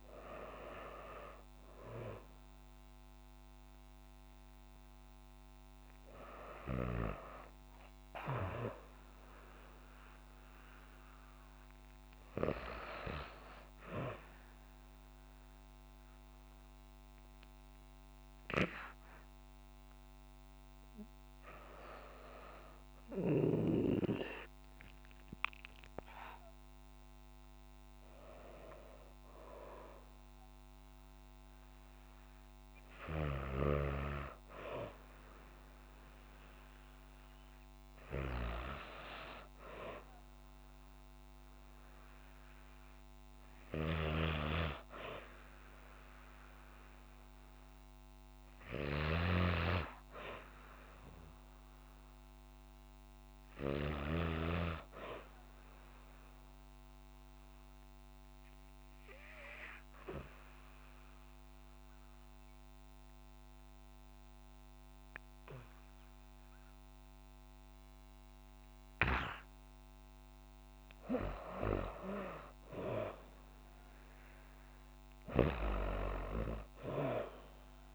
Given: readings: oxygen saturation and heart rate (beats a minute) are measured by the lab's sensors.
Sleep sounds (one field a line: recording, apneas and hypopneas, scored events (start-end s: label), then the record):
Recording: a person partly awake in a sleep study, by a microphone on the trachea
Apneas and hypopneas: 1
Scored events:
2.00-77.95 s: new sleep stage, N2 (light sleep)
56.00-69.00 s: central apnea (oxygen 97% before, 89% lowest, heart rate 54 before, 52 extreme, up 5 after)
70.00-77.95 s: oxygen desaturation (device-marked, oxygen 96% before, 89% lowest, heart rate 53 before, 52 extreme)
72.00-75.50 s: arousal
From the record:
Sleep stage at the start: awake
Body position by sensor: on the back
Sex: female